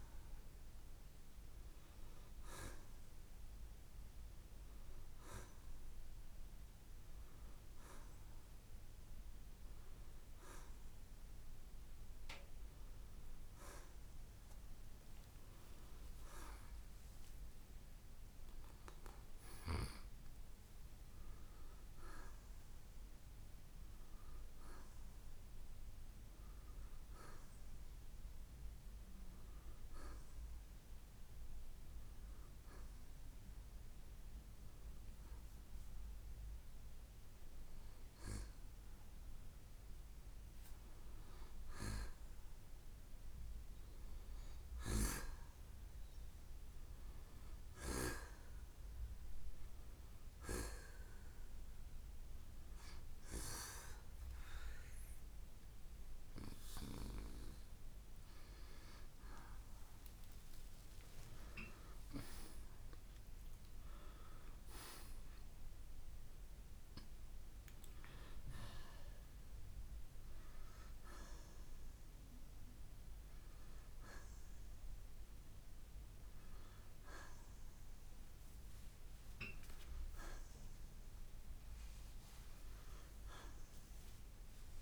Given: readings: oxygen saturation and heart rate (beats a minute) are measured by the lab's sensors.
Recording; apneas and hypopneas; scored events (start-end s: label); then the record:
breathing in sleep by a room microphone; none
22.50-26.50 s: arousal
62.50-67.00 s: arousal
From the record:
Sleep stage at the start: N2 (light sleep); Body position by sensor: on the right side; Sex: male